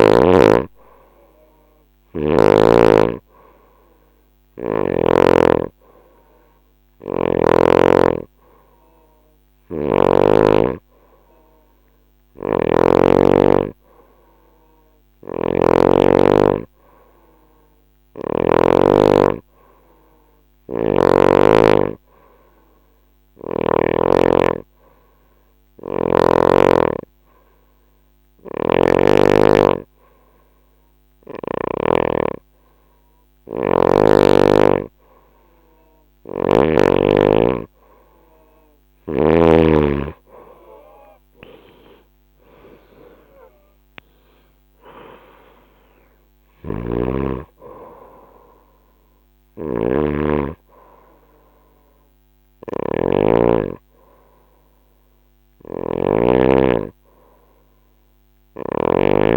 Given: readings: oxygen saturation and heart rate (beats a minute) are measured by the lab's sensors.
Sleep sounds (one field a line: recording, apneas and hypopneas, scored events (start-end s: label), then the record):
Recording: breathing in sleep by a microphone on the trachea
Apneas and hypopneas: none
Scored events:
11.50-18.00 s: snoring (device-marked)
25.00-28.50 s: snoring (device-marked)
35.50-39.00 s: snoring (device-marked)
41.50-46.50 s: arousal
46.00-58.50 s: snoring (device-marked)
From the record:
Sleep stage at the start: N2 (light sleep)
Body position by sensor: on the right side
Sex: female